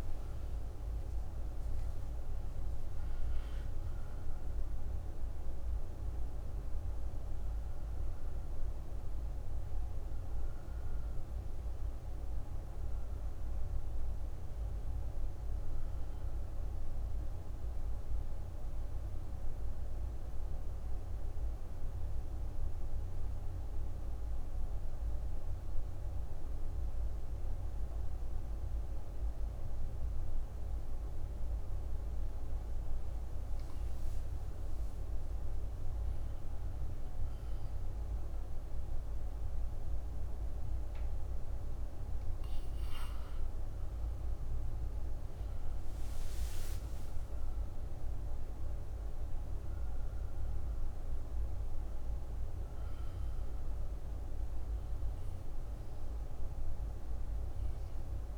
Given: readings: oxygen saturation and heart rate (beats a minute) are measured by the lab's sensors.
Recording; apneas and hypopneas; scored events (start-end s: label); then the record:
breathing in sleep, hard to hear, by a room microphone; 1
0.00-23.00 s: oxygen desaturation (device-marked, oxygen 90% lowest, heart rate 56 extreme)
1.00-4.00 s: arousal
20.00-33.00 s: obstructive apnea (oxygen 95% before, 89% lowest, heart rate 84 before, 56 extreme, up 8 after)
31.00-58.38 s: new sleep stage, N2 (light sleep)
34.50-38.50 s: arousal
40.00-58.38 s: oxygen desaturation (device-marked, oxygen 98% before, 89% lowest, heart rate 61 before, 59 extreme)
From the record:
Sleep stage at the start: N1 (lightest sleep); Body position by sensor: on the left side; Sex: female